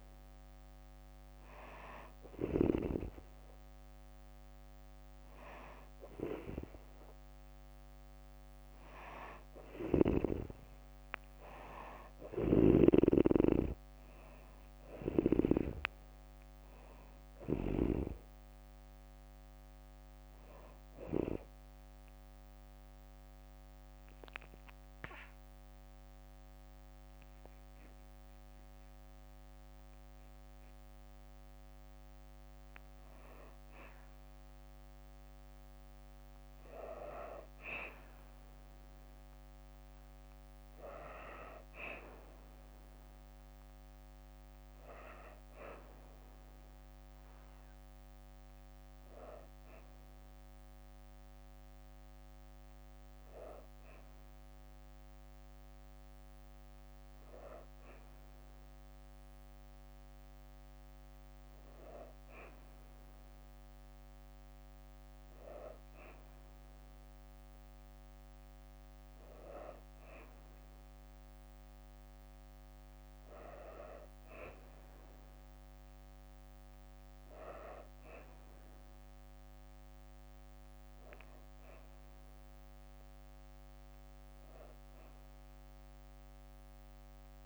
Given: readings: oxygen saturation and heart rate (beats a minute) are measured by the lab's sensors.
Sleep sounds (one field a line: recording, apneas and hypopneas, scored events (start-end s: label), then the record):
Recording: breathing in sleep by a microphone on the trachea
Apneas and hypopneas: 1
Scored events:
0.00-2.50 s: snoring (device-marked)
9.00-12.50 s: snoring (device-marked)
10.50-14.00 s: arousal
20.50-31.50 s: hypopnea (oxygen 96% before, 91% lowest, heart rate 69 before, 62 extreme, up 1 after)
35.00-38.50 s: arousal
43.00-54.00 s: oxygen desaturation (device-marked, oxygen 96% before, 91% lowest, heart rate 64 before, 64 extreme)
From the record:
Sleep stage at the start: N2 (light sleep)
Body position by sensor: on the back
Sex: female